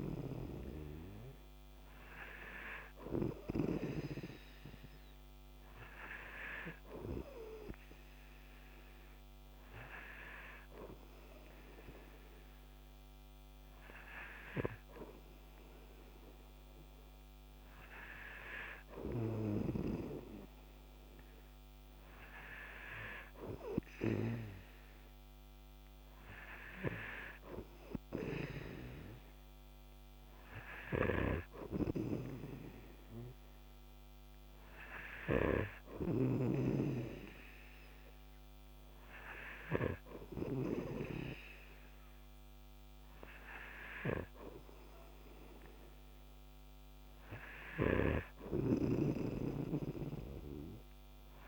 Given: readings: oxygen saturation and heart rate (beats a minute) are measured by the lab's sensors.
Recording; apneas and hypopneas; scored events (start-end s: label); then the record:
breathing in sleep by a microphone on the trachea; none
31.00-36.00 s: snoring (device-marked)
48.00-51.48 s: snoring (device-marked)
From the record:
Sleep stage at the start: N3 (deep sleep); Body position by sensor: on the right side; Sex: male